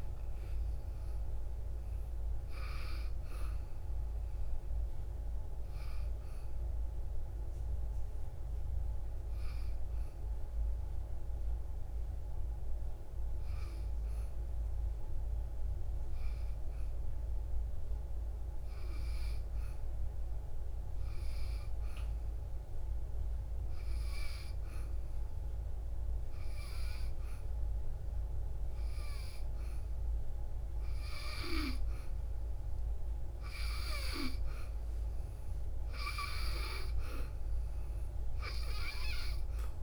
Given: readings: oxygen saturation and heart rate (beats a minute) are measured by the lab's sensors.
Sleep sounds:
breathing in sleep by a room microphone; 1
0.00-11.50 s: oxygen desaturation (device-marked, oxygen 88% lowest, heart rate 55 extreme)
6.00-31.50 s: hypopnea (oxygen 97% before, 88% lowest, heart rate 66 before, 55 extreme, up 7 after)
35.00-39.00 s: arousal
From the record:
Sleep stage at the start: N2 (light sleep); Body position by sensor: on the back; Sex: female

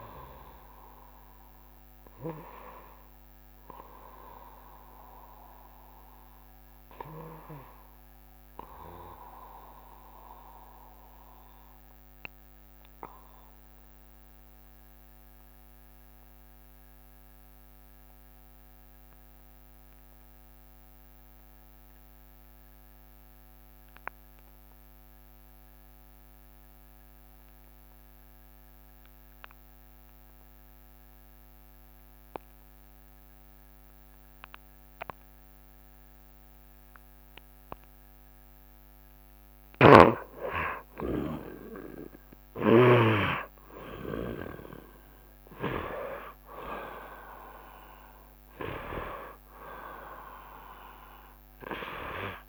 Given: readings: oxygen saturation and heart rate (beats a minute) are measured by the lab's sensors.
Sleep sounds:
breathing in sleep by a microphone on the trachea; 1
0.00-12.50 s: oxygen desaturation (device-marked, oxygen 79% lowest, heart rate 69 extreme)
9.00-37.00 s: obstructive apnea (oxygen 91% before, 78% lowest, heart rate 73 before, 69 extreme, up 2 after)
30.50-52.49 s: oxygen desaturation (device-marked, oxygen 93% before, 78% lowest, heart rate 70 before, 68 extreme)
39.50-43.00 s: snoring (device-marked)
43.00-48.50 s: arousal
From the record:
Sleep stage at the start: N2 (light sleep); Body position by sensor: on the right side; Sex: male

